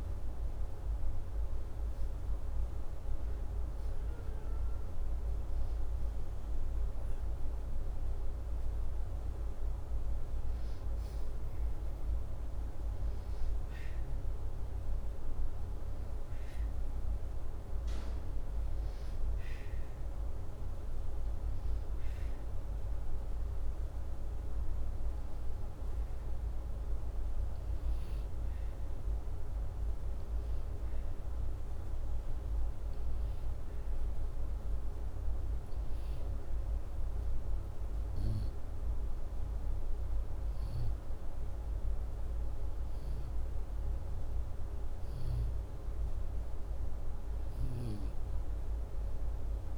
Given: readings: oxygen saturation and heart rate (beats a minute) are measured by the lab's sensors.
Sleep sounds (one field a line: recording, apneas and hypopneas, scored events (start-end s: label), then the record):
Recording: breathing in sleep, hard to hear, by a room microphone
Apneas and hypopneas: none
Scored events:
none scored
From the record:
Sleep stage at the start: N2 (light sleep)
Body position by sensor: upright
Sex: male